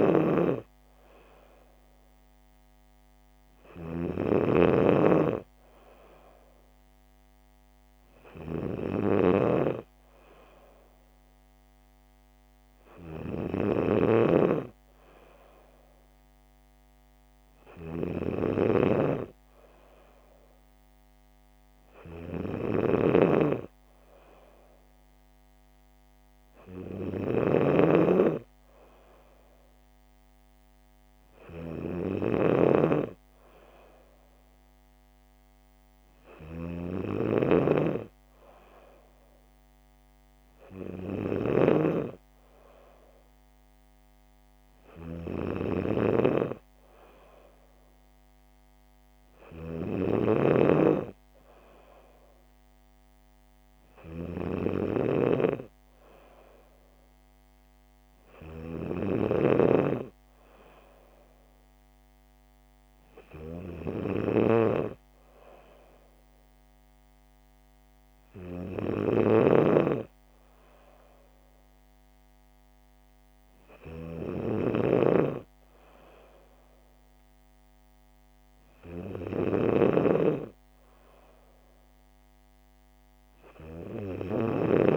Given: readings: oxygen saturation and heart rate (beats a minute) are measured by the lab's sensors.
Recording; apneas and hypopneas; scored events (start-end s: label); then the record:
breathing in sleep by a microphone on the trachea; none
0.00-14.00 s: snoring (device-marked)
22.50-59.50 s: snoring (device-marked)
69.00-84.97 s: snoring (device-marked)
From the record:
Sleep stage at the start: N2 (light sleep); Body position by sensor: on the back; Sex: female